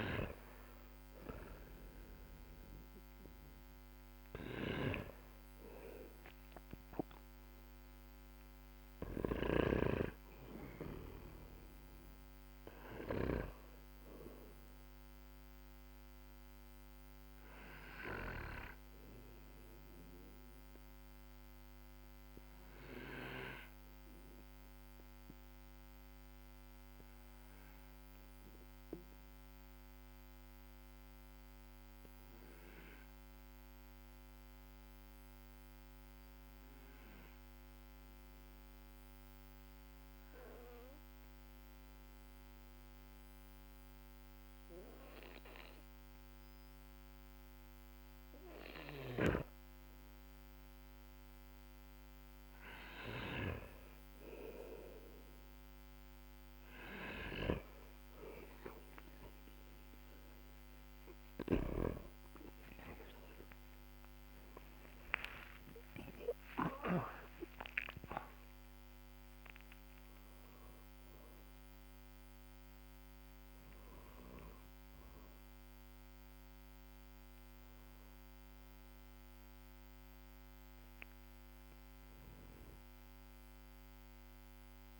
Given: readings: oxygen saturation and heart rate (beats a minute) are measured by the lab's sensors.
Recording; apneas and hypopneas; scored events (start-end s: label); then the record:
breathing in sleep by a microphone on the trachea; 1
0.00-1.00 s: arousal
0.00-13.00 s: snoring (device-marked)
14.00-37.00 s: oxygen desaturation (device-marked, oxygen 99% before, 94% lowest, heart rate 57 before, 43 extreme)
16.00-57.50 s: obstructive apnea (oxygen 99% before, 94% lowest, heart rate 57 before, 43 extreme, up 5 after)
62.00-85.00 s: oxygen desaturation (device-marked, oxygen 98% before, 95% lowest, heart rate 55 before, 45 extreme)
63.00-68.00 s: arousal
From the record:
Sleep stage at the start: N2 (light sleep); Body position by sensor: on the back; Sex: male